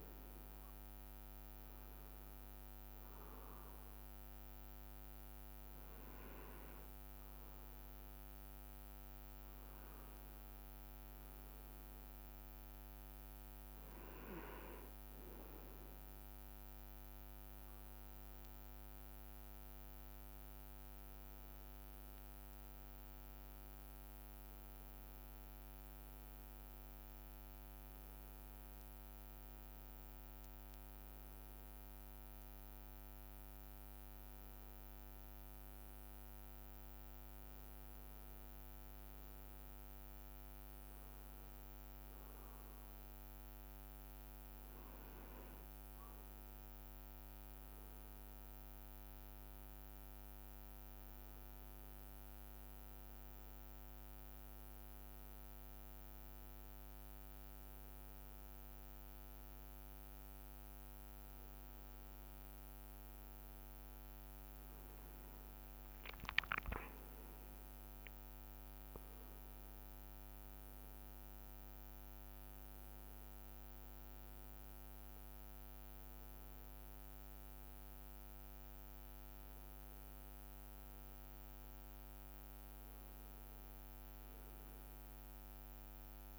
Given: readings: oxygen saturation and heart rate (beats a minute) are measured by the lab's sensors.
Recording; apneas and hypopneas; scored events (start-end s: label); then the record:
breathing in sleep, hard to hear, by a microphone on the trachea; none
22.00-28.00 s: arousal
67.00-71.50 s: arousal
From the record:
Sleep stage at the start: N2 (light sleep); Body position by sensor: on the right side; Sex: male